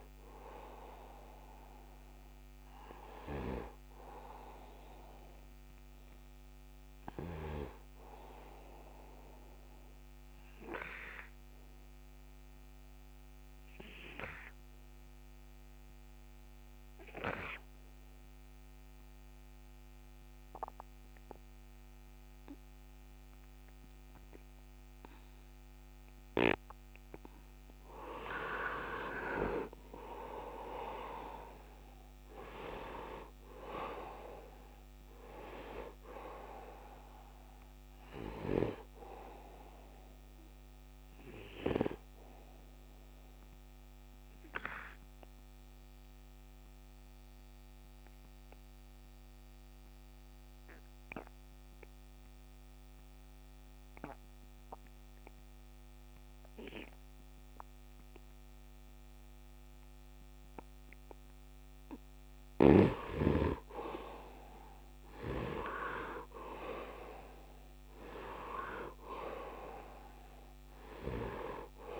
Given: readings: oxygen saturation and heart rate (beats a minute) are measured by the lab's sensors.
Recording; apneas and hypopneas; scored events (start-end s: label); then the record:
breathing in sleep by a microphone on the trachea; 2
0.50-7.50 s: oxygen desaturation (device-marked, oxygen 98% before, 93% lowest, heart rate 78 before, 74 extreme)
11.00-27.00 s: obstructive apnea (oxygen 98% before, 82% lowest, heart rate 78 before, 73 extreme, up 17 after)
25.50-57.50 s: oxygen desaturation (device-marked, oxygen 97% before, 82% lowest, heart rate 75 before, 73 extreme)
28.50-33.00 s: arousal
41.50-61.50 s: obstructive apnea (oxygen 97% before, 82% lowest, heart rate 83 before, 74 extreme, up 7 after)
63.00-66.50 s: arousal
66.50-72.00 s: oxygen desaturation (device-marked, oxygen 100% before, 83% lowest, heart rate 78 before, 74 extreme)
From the record:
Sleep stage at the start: N2 (light sleep); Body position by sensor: on the right side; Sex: male